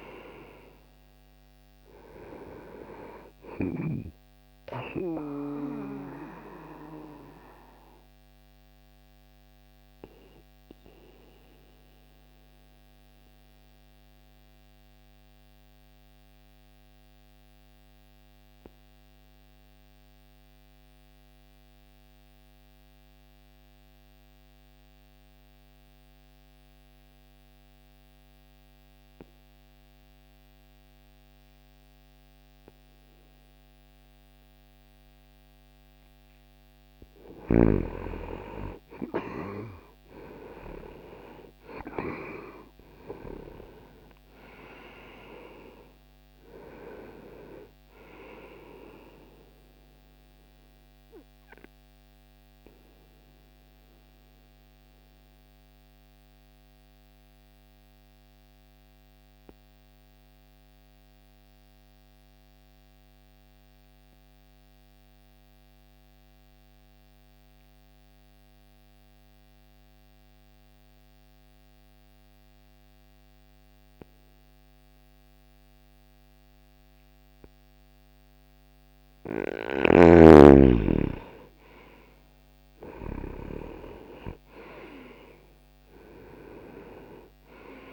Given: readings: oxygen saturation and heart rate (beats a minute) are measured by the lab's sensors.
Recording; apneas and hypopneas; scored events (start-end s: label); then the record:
breathing in sleep by a microphone on the trachea; 2
0.00-25.00 s: oxygen desaturation (device-marked, oxygen 83% lowest)
5.00-36.00 s: obstructive apnea (oxygen 98% before, 81% lowest)
35.00-73.00 s: oxygen desaturation (device-marked, oxygen 98% before, 81% lowest)
38.00-43.00 s: arousal
52.00-79.50 s: mixed apnea (oxygen 98% before, 81% lowest)
79.00-87.93 s: oxygen desaturation (device-marked, oxygen 98% before, 82% lowest)
81.00-84.50 s: arousal
From the record:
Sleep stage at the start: N2 (light sleep); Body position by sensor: on the back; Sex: male